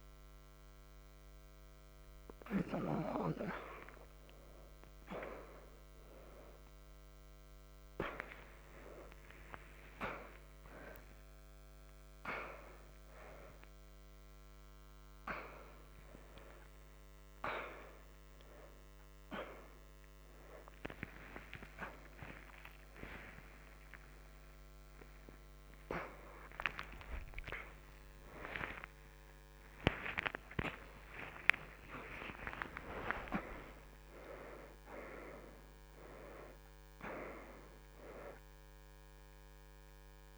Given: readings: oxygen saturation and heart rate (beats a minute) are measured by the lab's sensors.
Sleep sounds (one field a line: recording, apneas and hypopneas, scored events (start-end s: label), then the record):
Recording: a person awake in a sleep study, by a microphone on the trachea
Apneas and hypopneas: none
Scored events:
none scored
From the record:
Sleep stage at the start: awake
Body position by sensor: on the right side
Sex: female